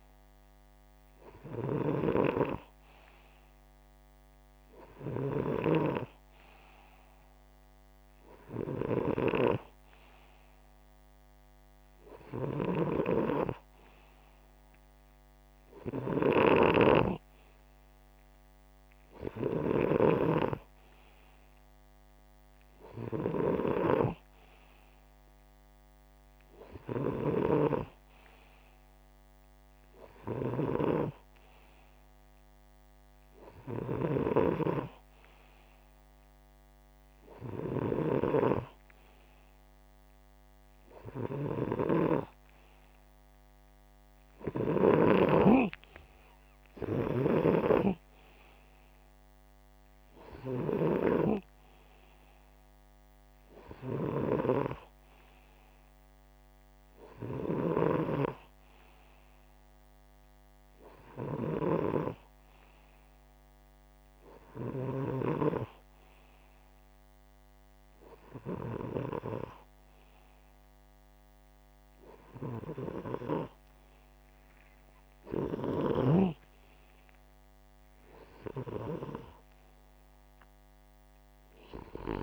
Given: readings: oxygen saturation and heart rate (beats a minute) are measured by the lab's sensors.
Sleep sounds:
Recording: breathing in sleep by a microphone on the trachea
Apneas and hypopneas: none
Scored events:
44.50-50.50 s: snoring (device-marked)
73.50-77.00 s: arousal
From the record:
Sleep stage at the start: N2 (light sleep)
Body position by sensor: upright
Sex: male

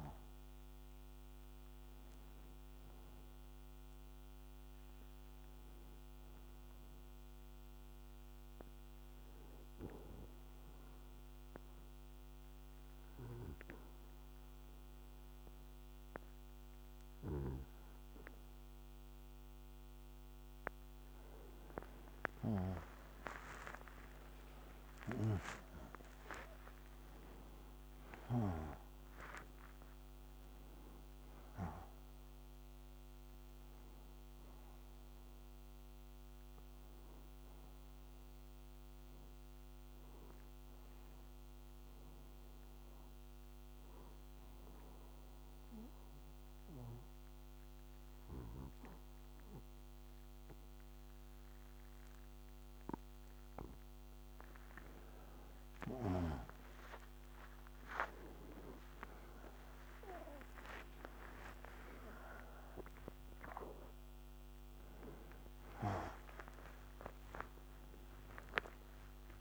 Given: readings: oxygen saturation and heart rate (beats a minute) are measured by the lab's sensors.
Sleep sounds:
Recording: breathing in sleep by a microphone on the trachea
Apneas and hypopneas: 2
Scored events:
0.00-14.00 s: oxygen desaturation (device-marked, oxygen 87% lowest, heart rate 62 extreme)
3.00-19.00 s: obstructive apnea (oxygen 93% before, 87% lowest, heart rate 72 before, 62 extreme, up 38 after)
22.50-27.50 s: arousal
41.00-49.00 s: oxygen desaturation (device-marked, oxygen 92% before, 89% lowest, heart rate 79 before, 63 extreme)
41.00-54.50 s: obstructive apnea (oxygen 94% before, 89% lowest, heart rate 79 before, 63 extreme, up 28 after)
57.00-63.50 s: arousal
67.00-69.41 s: oxygen desaturation (device-marked, oxygen 94% before, 89% lowest, heart rate 71 before, 62 extreme)
From the record:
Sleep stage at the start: N2 (light sleep)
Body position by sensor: on the right side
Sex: male

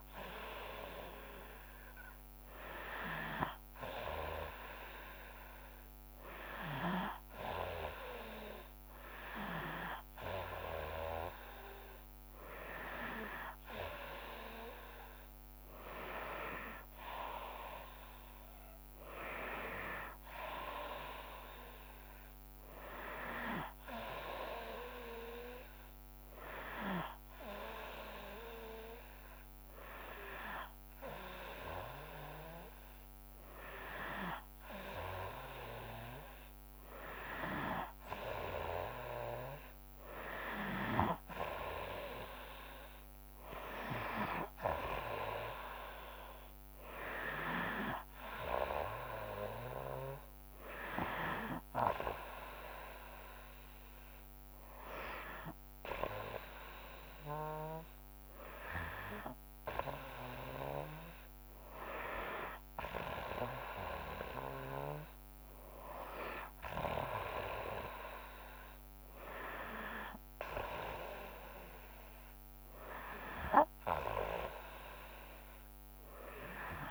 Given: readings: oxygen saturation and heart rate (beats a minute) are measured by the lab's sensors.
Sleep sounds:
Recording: breathing in sleep by a microphone on the trachea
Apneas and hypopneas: none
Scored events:
15.50-26.50 s: drop in pulse transit time (device-marked, heart rate 72 before, 68 extreme)
From the record:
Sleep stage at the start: N2 (light sleep)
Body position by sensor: on the back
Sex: female

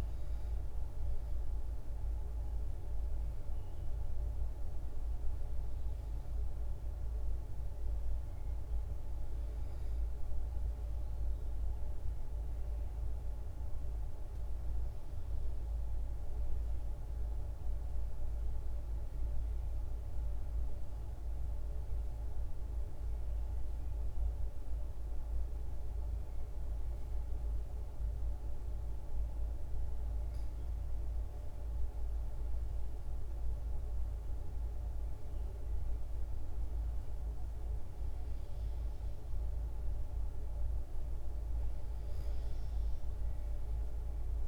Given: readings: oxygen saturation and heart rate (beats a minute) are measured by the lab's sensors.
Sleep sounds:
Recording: breathing in sleep, hard to hear, by a room microphone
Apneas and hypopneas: none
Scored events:
0.00-14.00 s: oxygen desaturation (device-marked, oxygen 92% lowest, heart rate 65 extreme)
26.00-44.48 s: new sleep stage, N1 (lightest sleep)
36.50-42.50 s: arousal
From the record:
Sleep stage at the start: N2 (light sleep)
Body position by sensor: on the back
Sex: female

